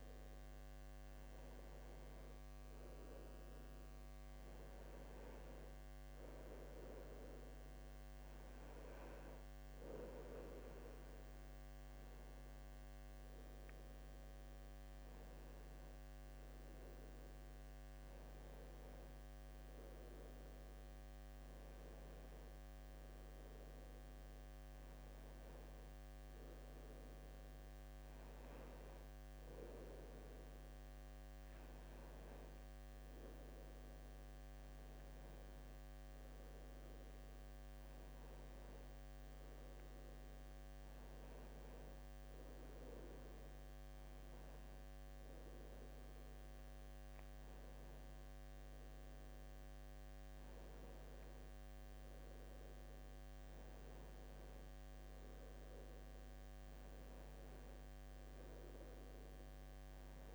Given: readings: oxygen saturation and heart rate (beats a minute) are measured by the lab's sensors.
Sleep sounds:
breathing in sleep, hard to hear, by a microphone on the trachea; none
none scored
From the record:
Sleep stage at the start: N2 (light sleep); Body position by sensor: on the left side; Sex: male

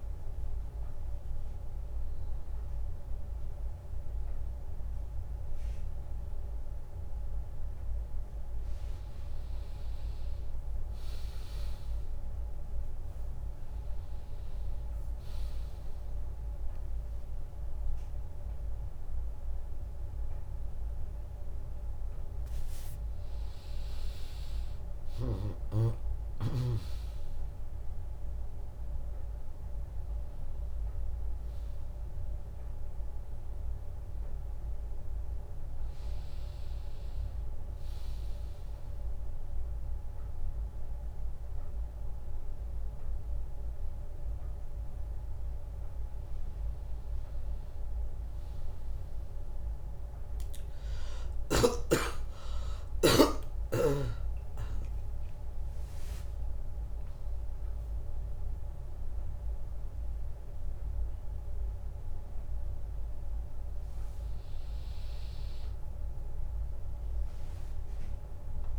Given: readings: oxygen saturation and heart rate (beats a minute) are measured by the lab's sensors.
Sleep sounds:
breathing in sleep, hard to hear, by a room microphone; none
2.50-11.50 s: drop in pulse transit time (device-marked, heart rate 85 before, 86 extreme)
51.50-53.50 s: long interval between heartbeats (device-marked, heart rate 84 before, 93 extreme)
54.00-57.50 s: arousal
From the record:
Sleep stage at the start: N1 (lightest sleep); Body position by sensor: on the back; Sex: female

